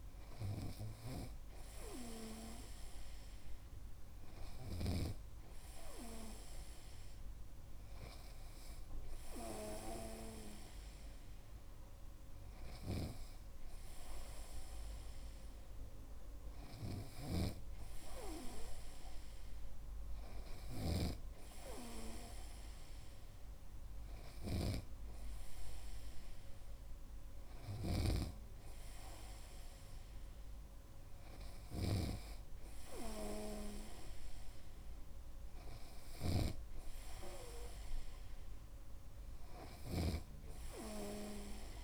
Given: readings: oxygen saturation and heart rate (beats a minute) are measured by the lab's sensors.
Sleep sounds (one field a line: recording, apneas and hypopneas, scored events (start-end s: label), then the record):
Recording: breathing in sleep by a room microphone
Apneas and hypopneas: none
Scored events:
17.50-21.50 s: snoring (device-marked)
28.00-41.84 s: snoring (device-marked)
From the record:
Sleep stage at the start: N2 (light sleep)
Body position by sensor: on the right side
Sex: male